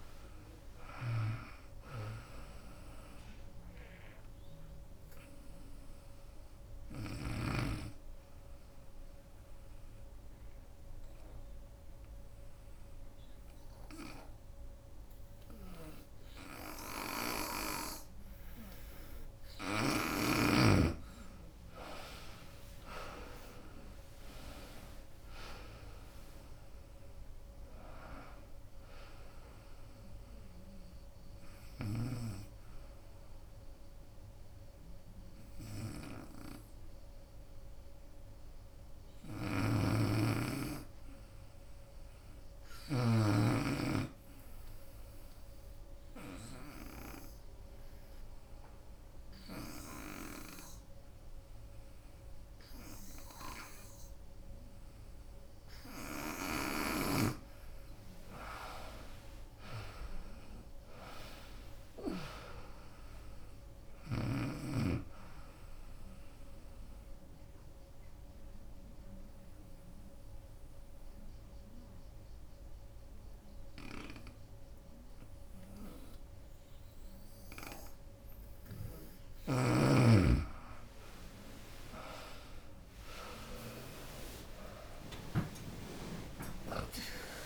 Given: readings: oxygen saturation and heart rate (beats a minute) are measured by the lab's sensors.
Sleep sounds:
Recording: breathing in sleep by a room microphone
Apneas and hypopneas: 3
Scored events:
0.00-7.50 s: drop in pulse transit time (device-marked, heart rate 82 extreme)
3.50-17.50 s: oxygen desaturation (device-marked, oxygen 95% before, 88% lowest, heart rate 80 before, 58 extreme)
7.50-12.50 s: bradycardia (device-marked, heart rate 76 before, 59 extreme)
8.50-10.50 s: long interval between heartbeats (device-marked, heart rate 81 before, 80 extreme)
8.50-19.50 s: obstructive apnea (oxygen 95% before, 85% lowest, heart rate 81 before, 58 extreme, up 27 after)
20.00-22.00 s: long interval between heartbeats (device-marked, heart rate 76 before, 78 extreme)
20.50-24.50 s: arousal
21.50-33.50 s: drop in pulse transit time (device-marked, heart rate 75 before, 72 extreme)
22.50-44.50 s: oxygen desaturation (device-marked, oxygen 93% before, 85% lowest, heart rate 75 before, 64 extreme)
41.00-43.00 s: long interval between heartbeats (device-marked, heart rate 80 before, 80 extreme)
44.00-46.00 s: long interval between heartbeats (device-marked, heart rate 80 before, 72 extreme)
44.50-56.00 s: obstructive apnea (oxygen 94% before, 85% lowest, heart rate 80 before, 72 extreme, up 29 after)
46.50-56.50 s: oxygen desaturation (device-marked, oxygen 96% before, 91% lowest, heart rate 79 before, 72 extreme)
57.00-61.00 s: arousal
58.50-68.50 s: drop in pulse transit time (device-marked, heart rate 73 before, 80 extreme)
58.50-77.50 s: oxygen desaturation (device-marked, oxygen 94% before, 86% lowest, heart rate 73 before, 72 extreme)
67.50-78.50 s: obstructive apnea (oxygen 96% before, 85% lowest, heart rate 80 before, 74 extreme, up 44 after)
80.50-84.00 s: arousal
83.50-85.50 s: long interval between heartbeats (device-marked, heart rate 81 before, 93 extreme)
83.50-87.46 s: drop in pulse transit time (device-marked, heart rate 81 before, 93 extreme)
85.50-87.46 s: oxygen desaturation (device-marked, oxygen 95% before, 85% lowest, heart rate 81 before, 66 extreme)
86.00-87.46 s: long interval between heartbeats (device-marked, heart rate 81 before, 116 extreme)
From the record:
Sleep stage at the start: N2 (light sleep)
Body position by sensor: on the right side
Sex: female

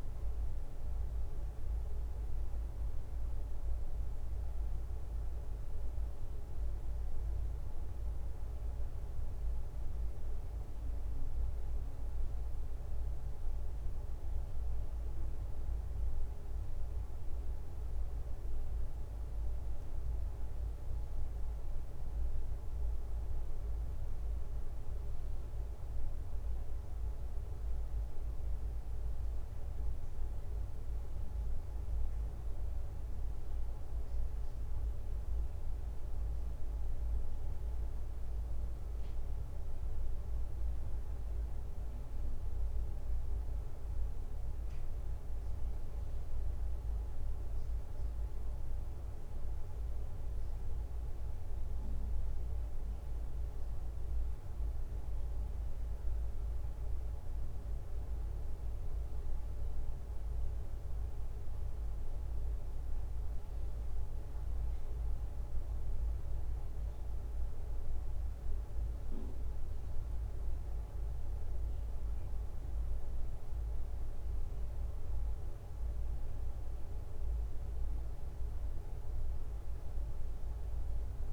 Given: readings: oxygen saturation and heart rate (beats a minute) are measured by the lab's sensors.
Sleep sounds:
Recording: a person awake in a sleep study, hard to hear, by a room microphone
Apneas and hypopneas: none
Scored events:
none scored
From the record:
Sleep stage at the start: awake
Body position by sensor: on the right side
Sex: male

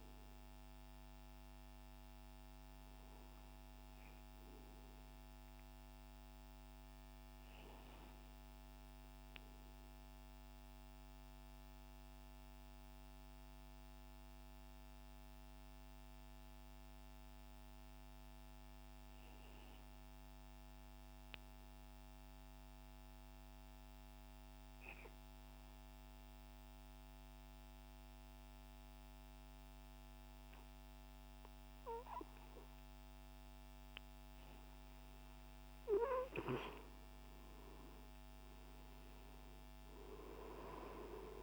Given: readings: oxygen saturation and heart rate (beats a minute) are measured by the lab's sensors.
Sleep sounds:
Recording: breathing in sleep by a microphone on the trachea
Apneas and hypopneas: 1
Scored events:
0.00-12.00 s: oxygen desaturation (device-marked, oxygen 87% lowest, heart rate 94 extreme)
0.50-34.50 s: obstructive apnea (oxygen 97% before, 87% lowest, heart rate 144 before, 94 extreme, up 43 after)
33.00-41.43 s: oxygen desaturation (device-marked, oxygen 98% before, 92% lowest, heart rate 117 before, 110 extreme)
35.50-40.00 s: arousal
From the record:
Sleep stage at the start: N2 (light sleep)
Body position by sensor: on the right side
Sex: male

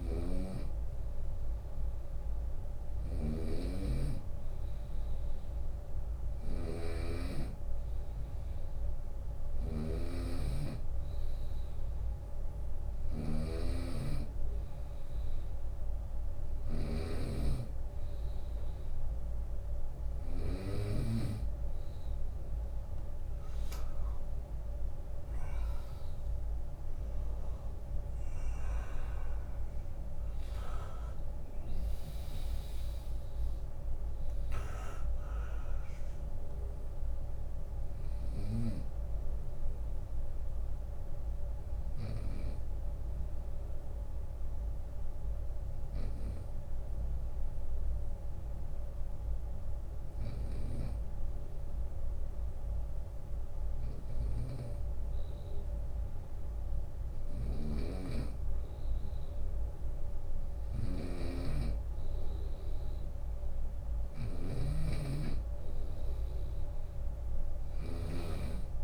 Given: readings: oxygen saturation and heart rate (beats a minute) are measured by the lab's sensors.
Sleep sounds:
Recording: breathing in sleep by a room microphone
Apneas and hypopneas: 1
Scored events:
0.00-19.50 s: snoring (device-marked)
20.00-33.00 s: drop in pulse transit time (device-marked, heart rate 75 before, 64 extreme)
33.00-36.00 s: arousal
39.00-53.50 s: hypopnea (oxygen 97% before, 96% lowest, heart rate 75 before, 64 extreme, up 18 after)
53.00-67.00 s: snoring (device-marked)
56.00-60.00 s: arousal
67.00-68.84 s: oxygen desaturation (device-marked, oxygen 100% before, 96% lowest, heart rate 73 before, 58 extreme)
From the record:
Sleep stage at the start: N2 (light sleep)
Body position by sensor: on the right side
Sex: male

